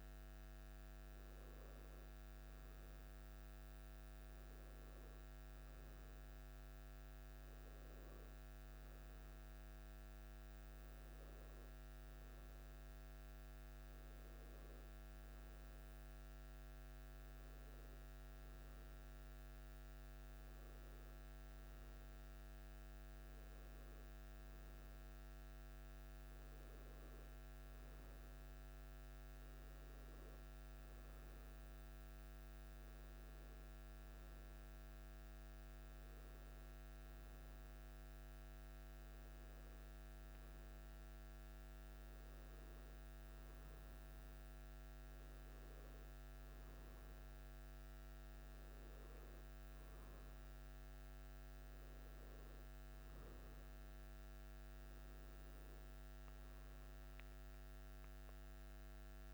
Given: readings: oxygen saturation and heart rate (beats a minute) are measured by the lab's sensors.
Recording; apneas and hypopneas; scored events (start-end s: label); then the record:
breathing in sleep, hard to hear, by a microphone on the trachea; none
none scored
From the record:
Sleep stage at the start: N1 (lightest sleep); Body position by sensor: on the back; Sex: male